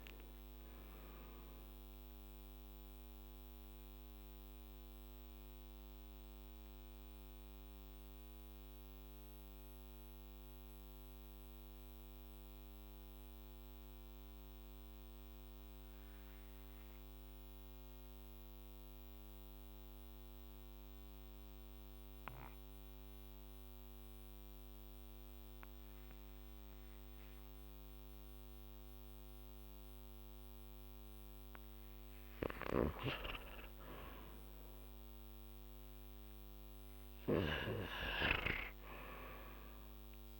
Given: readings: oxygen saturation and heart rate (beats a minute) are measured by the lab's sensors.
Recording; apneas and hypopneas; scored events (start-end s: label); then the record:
breathing in sleep by a microphone on the trachea; 1
3.50-32.00 s: mixed apnea (oxygen 98% before, 84% lowest, heart rate 51 before, 46 extreme, up 9 after)
22.00-40.40 s: oxygen desaturation (device-marked, oxygen 95% before, 84% lowest, heart rate 51 before, 46 extreme)
34.00-37.50 s: arousal
From the record:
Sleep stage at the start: N2 (light sleep); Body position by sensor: on the back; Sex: male